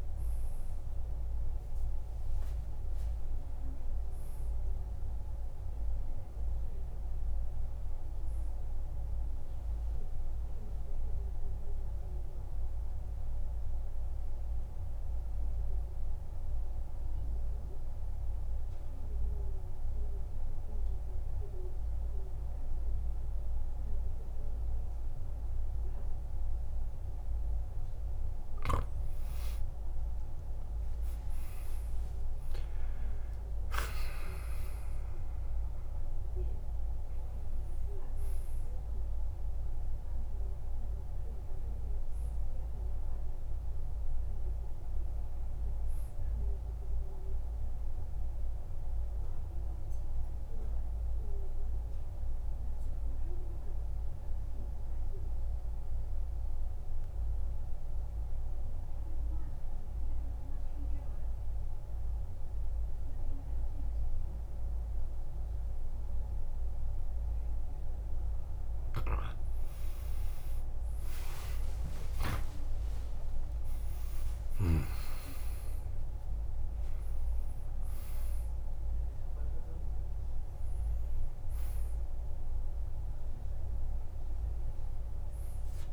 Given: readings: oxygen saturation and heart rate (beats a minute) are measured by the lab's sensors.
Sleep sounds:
breathing in sleep, hard to hear, by a room microphone; 2
0.00-17.50 s: oxygen desaturation (device-marked, oxygen 89% lowest, heart rate 51 extreme)
10.00-27.00 s: mixed apnea (oxygen 95% before, 89% lowest, heart rate 65 before, 51 extreme, up 15 after)
30.00-34.00 s: arousal
34.50-59.50 s: oxygen desaturation (device-marked, oxygen 98% before, 92% lowest, heart rate 55 before, 52 extreme)
47.50-67.50 s: central apnea (oxygen 98% before, 92% lowest, heart rate 59 before, 52 extreme, up 32 after)
70.00-74.50 s: arousal
71.50-73.50 s: long interval between heartbeats (device-marked, heart rate 57 before, 72 extreme)
74.50-85.93 s: oxygen desaturation (device-marked, oxygen 99% before, 92% lowest, heart rate 61 before, 52 extreme)
From the record:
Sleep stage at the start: N2 (light sleep); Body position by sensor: on the back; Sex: male

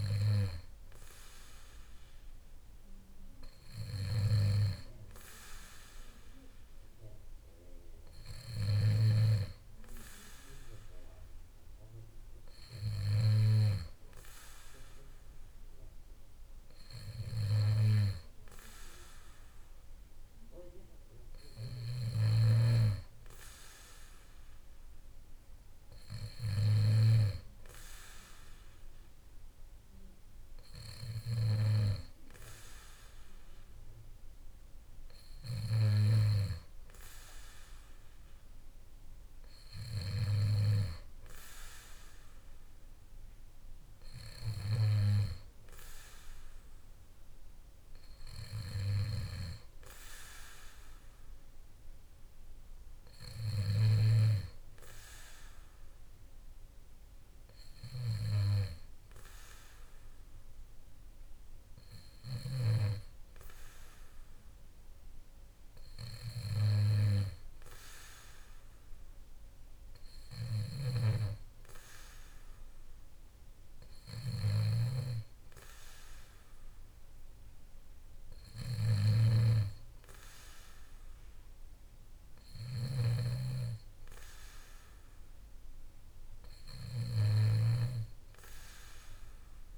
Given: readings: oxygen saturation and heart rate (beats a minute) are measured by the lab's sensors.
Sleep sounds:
breathing in sleep by a room microphone; none
4.00-9.00 s: snoring (device-marked)
70.50-88.00 s: snoring (device-marked)
From the record:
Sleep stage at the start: N2 (light sleep); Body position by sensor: on the back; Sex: male

